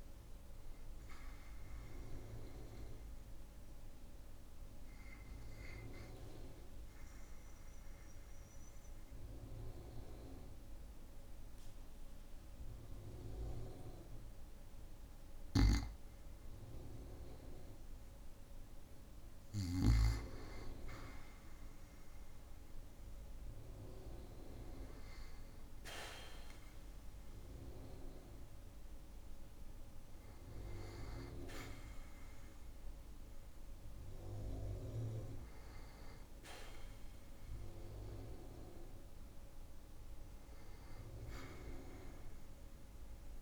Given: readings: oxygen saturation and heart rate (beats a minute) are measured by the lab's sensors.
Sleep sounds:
breathing in sleep by a room microphone; 1
6.00-19.00 s: obstructive apnea (oxygen 98% before, 95% lowest, heart rate 59 before, 54 extreme, up 2 after)
21.50-26.00 s: arousal
From the record:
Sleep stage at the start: N2 (light sleep); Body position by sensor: on the back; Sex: male

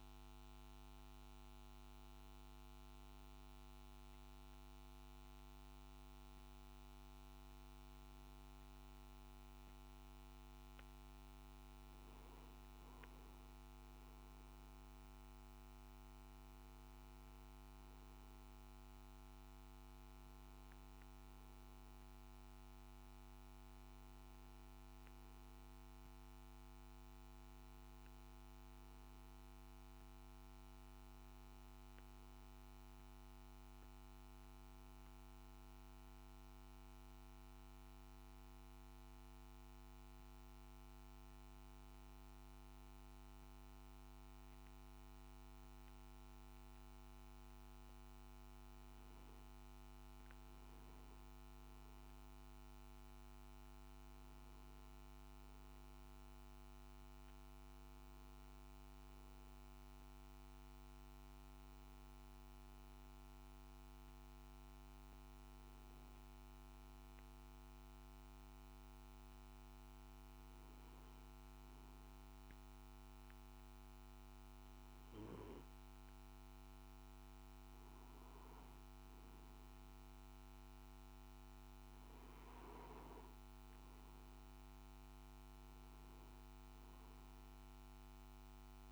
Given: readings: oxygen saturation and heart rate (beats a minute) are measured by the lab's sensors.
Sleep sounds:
breathing in sleep, hard to hear, by a microphone on the trachea; 3
2.00-13.50 s: hypopnea (oxygen 99% before, 95% lowest, heart rate 70 before, 54 extreme, up 6 after)
9.50-88.92 s: new sleep stage, N2 (light sleep)
18.50-22.50 s: arousal
38.50-51.50 s: hypopnea (oxygen 98% before, 94% lowest, heart rate 60 before, 54 extreme, up 7 after)
54.50-58.50 s: arousal
66.00-78.50 s: hypopnea (oxygen 97% before, 92% lowest, heart rate 58 before, 55 extreme, up 2 after)
80.50-83.50 s: arousal
From the record:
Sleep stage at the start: N1 (lightest sleep); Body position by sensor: on the back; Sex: male

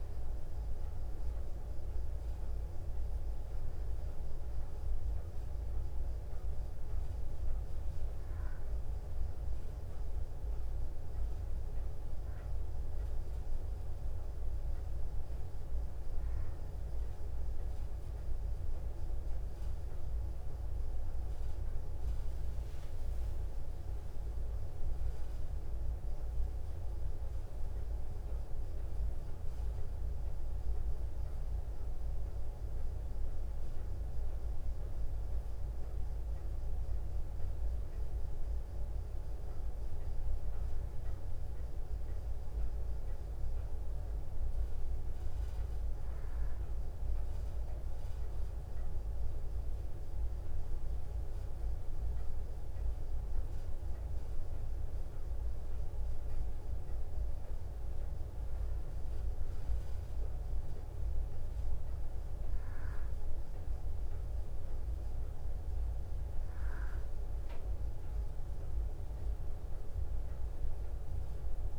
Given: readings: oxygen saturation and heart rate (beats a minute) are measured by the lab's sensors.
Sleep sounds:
breathing in sleep, hard to hear, by a room microphone; 2
3.50-17.50 s: oxygen desaturation (device-marked, oxygen 96% before, 92% lowest, heart rate 62 before, 59 extreme)
4.00-16.00 s: obstructive apnea (oxygen 96% before, 92% lowest, heart rate 62 before, 59 extreme, up 1 after)
22.00-27.00 s: arousal
34.00-47.00 s: mixed apnea (oxygen 95% before, 91% lowest, heart rate 62 before, 59 extreme, up 2 after)
49.00-53.50 s: arousal
From the record:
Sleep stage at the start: N2 (light sleep); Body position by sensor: on the back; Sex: female

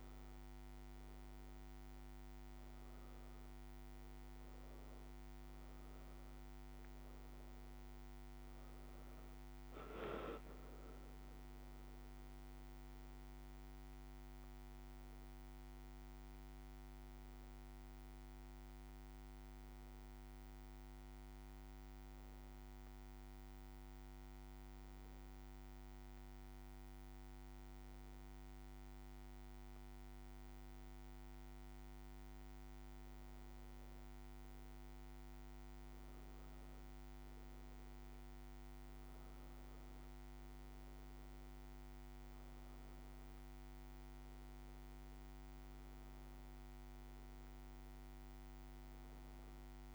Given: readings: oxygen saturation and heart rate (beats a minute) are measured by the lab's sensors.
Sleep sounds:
breathing in sleep, hard to hear, by a microphone on the trachea; 1
6.50-9.50 s: arousal
12.00-34.00 s: hypopnea (oxygen 93% before, 90% lowest, heart rate 83 before, 66 extreme, up 11 after)
36.50-40.50 s: arousal
43.50-49.95 s: oxygen desaturation (device-marked, oxygen 95% before, 90% lowest, heart rate 70 before, 66 extreme)
From the record:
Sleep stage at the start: N2 (light sleep); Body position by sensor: on the back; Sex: female

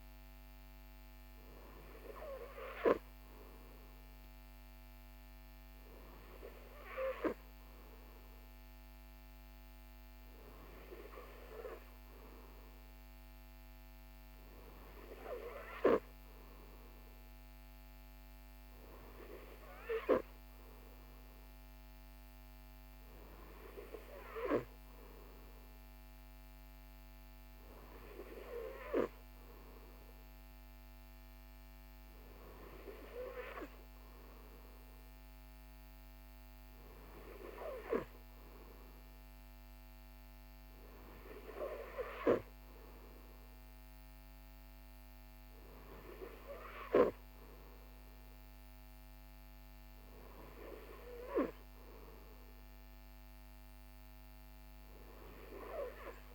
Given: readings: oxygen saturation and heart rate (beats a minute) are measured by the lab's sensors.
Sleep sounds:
breathing in sleep by a microphone on the trachea; none
none scored
From the record:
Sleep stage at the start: N3 (deep sleep); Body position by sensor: on the right side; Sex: male

